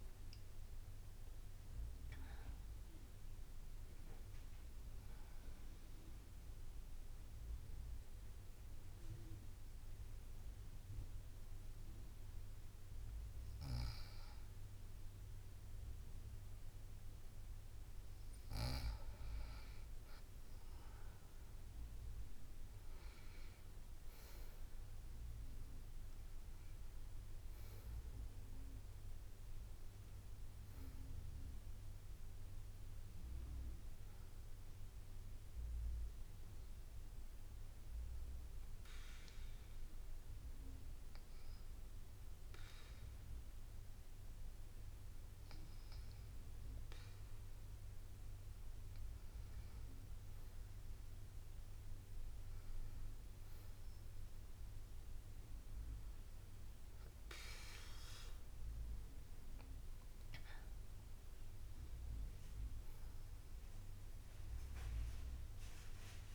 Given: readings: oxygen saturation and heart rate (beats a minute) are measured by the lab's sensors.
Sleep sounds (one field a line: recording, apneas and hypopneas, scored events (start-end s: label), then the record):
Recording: breathing in sleep by a room microphone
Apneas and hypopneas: 2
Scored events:
0.00-6.50 s: drop in pulse transit time (device-marked, heart rate 71 extreme)
7.00-19.00 s: hypopnea (oxygen 96% before, 93% lowest, heart rate 89 before, 58 extreme, up 6 after)
8.50-12.50 s: bradycardia (device-marked, heart rate 70 before, 59 extreme)
21.50-26.00 s: arousal
35.50-46.50 s: hypopnea (oxygen 97% before, 93% lowest, heart rate 62 before, 62 extreme, up 2 after)
50.00-55.00 s: arousal
51.50-65.50 s: drop in pulse transit time (device-marked, heart rate 63 before, 64 extreme)
From the record:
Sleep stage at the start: N1 (lightest sleep)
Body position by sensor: on the back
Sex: female